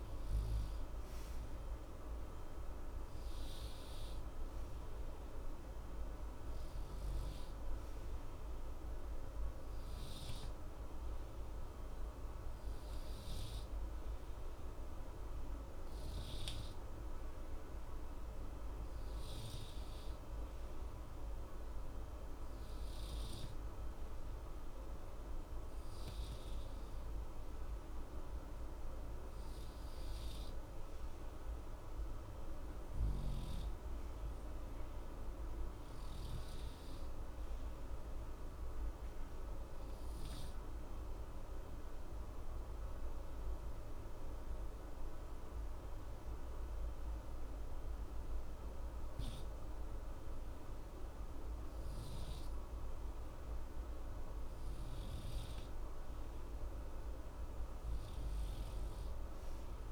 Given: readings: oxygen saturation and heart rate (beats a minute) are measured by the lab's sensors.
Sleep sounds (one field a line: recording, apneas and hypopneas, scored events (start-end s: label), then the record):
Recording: breathing in sleep, hard to hear, by a room microphone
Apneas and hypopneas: 2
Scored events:
6.50-18.50 s: hypopnea (oxygen 95% before, 91% lowest, heart rate 60 before, 60 extreme, up 0 after)
21.00-24.50 s: arousal
37.50-54.00 s: obstructive apnea (oxygen 94% before, 91% lowest, heart rate 60 before, 60 extreme, up 0 after)
57.50-59.92 s: arousal
From the record:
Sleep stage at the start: N2 (light sleep)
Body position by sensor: on the right side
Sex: male